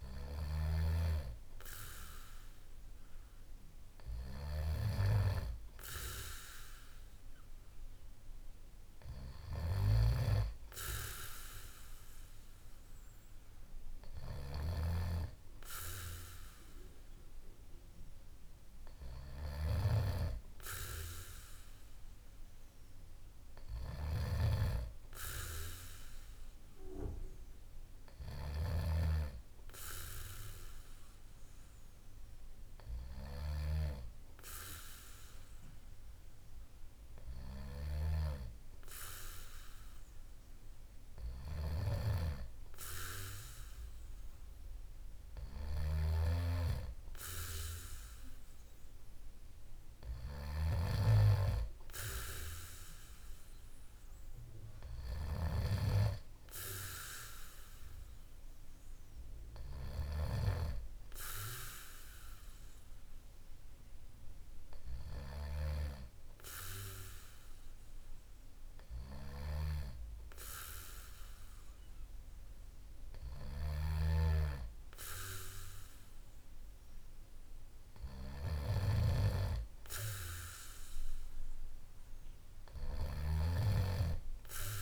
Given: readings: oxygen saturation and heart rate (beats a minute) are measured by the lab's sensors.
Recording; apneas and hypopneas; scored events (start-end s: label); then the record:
breathing in sleep by a room microphone; none
none scored
From the record:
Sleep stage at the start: N2 (light sleep); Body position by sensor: on the back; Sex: male